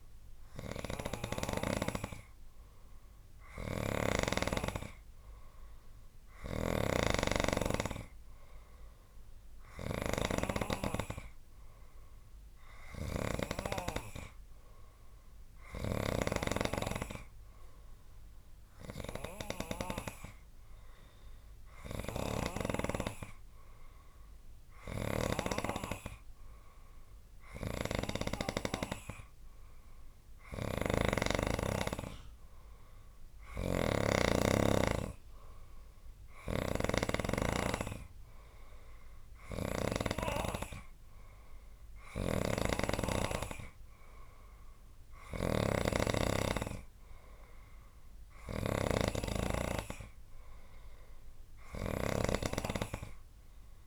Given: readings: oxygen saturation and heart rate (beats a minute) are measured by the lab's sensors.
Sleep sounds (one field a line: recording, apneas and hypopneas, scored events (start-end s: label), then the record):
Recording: breathing in sleep by a room microphone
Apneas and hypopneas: none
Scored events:
0.00-1.50 s: snoring (device-marked)
3.50-25.50 s: snoring (device-marked)
27.50-40.00 s: snoring (device-marked)
42.00-53.87 s: snoring (device-marked)
From the record:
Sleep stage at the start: N3 (deep sleep)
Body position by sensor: on the right side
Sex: male